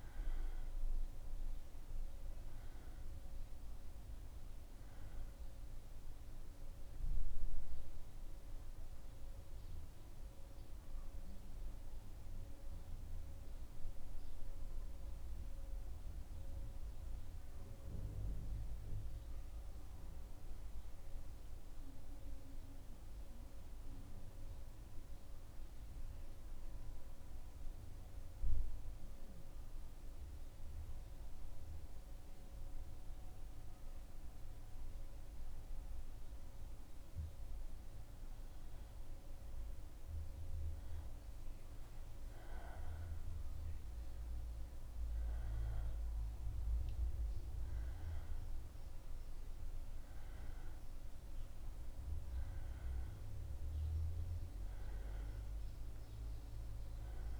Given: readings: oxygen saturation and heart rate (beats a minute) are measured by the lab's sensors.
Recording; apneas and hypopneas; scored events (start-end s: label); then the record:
breathing in sleep, hard to hear, by a room microphone; 1
0.00-2.00 s: oxygen desaturation (device-marked, oxygen 92% lowest, heart rate 75 extreme)
9.50-39.50 s: central apnea (oxygen 96% before, 93% lowest, heart rate 78 before, 75 extreme, up 3 after)
41.50-46.00 s: arousal
From the record:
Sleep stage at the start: N2 (light sleep); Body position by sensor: on the back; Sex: male